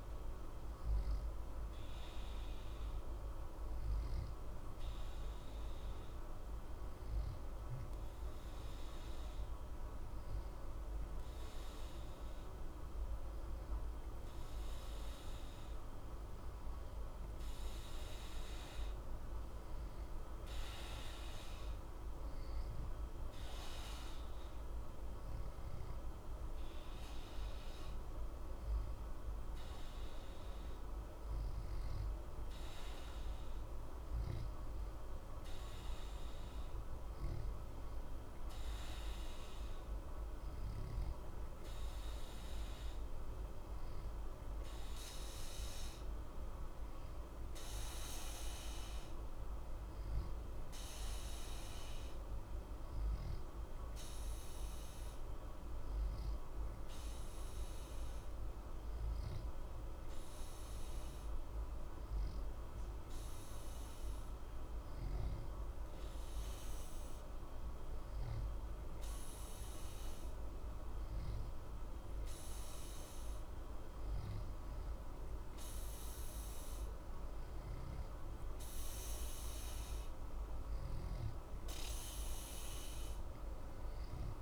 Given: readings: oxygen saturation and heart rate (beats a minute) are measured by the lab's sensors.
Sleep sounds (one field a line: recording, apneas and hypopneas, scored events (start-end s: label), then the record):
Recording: breathing in sleep, hard to hear, by a room microphone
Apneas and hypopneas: 1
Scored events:
51.00-78.00 s: obstructive apnea (oxygen 91% before, 89% lowest, heart rate 60 before, 60 extreme, up 0 after)
80.00-84.42 s: arousal
From the record:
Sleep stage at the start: N2 (light sleep)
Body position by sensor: on the back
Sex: male